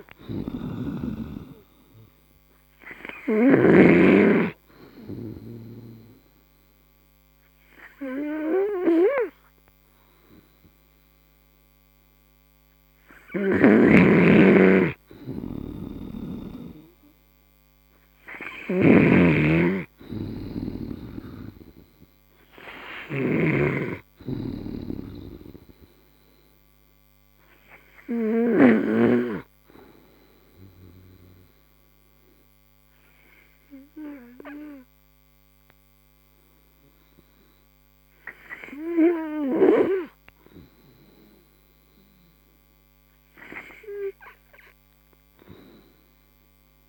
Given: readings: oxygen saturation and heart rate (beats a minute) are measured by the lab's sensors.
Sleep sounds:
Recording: breathing in sleep by a microphone on the trachea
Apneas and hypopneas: 2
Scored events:
0.00-2.00 s: arousal
0.00-4.00 s: snoring (device-marked)
6.00-16.00 s: obstructive apnea (oxygen 93% before, 87% lowest)
14.00-24.00 s: snoring (device-marked)
15.00-23.00 s: oxygen desaturation (device-marked, oxygen 91% before, 87% lowest)
22.00-26.00 s: arousal
29.50-40.50 s: hypopnea (oxygen 96% before, 89% lowest)
43.50-46.50 s: arousal
From the record:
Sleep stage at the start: N3 (deep sleep)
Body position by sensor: on the right side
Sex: male

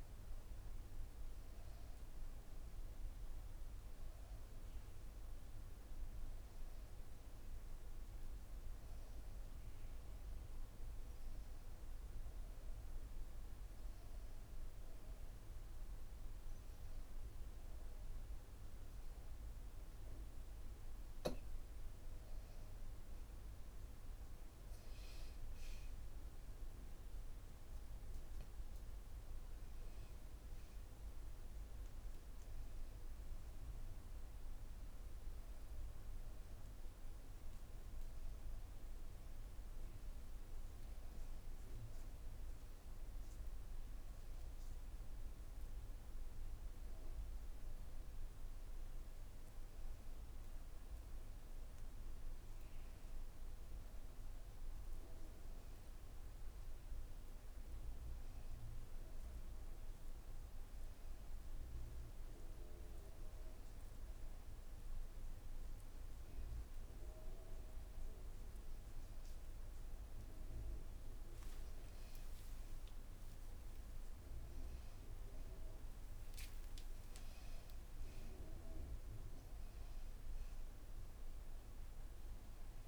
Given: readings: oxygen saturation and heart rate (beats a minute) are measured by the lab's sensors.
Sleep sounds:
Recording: breathing in sleep, hard to hear, by a room microphone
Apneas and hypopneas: none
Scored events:
22.00-27.00 s: arousal
33.00-44.00 s: oxygen desaturation (device-marked, oxygen 94% before, 91% lowest, heart rate 84 before, 78 extreme)
72.50-76.50 s: arousal
From the record:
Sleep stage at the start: N1 (lightest sleep)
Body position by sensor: on the back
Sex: female

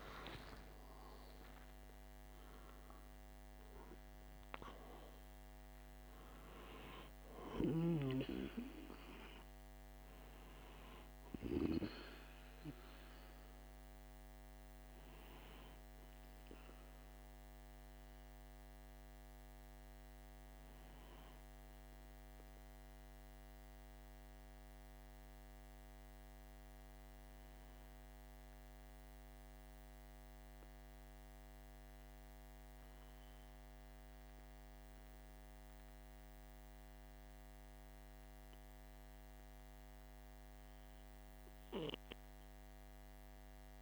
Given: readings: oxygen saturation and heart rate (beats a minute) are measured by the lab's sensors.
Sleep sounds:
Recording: a person awake in a sleep study, by a microphone on the trachea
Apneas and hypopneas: none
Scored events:
3.00-33.00 s: new sleep stage, awake
33.00-43.82 s: new sleep stage, N2 (light sleep)
From the record:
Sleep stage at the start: N2 (light sleep)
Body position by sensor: on the back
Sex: male

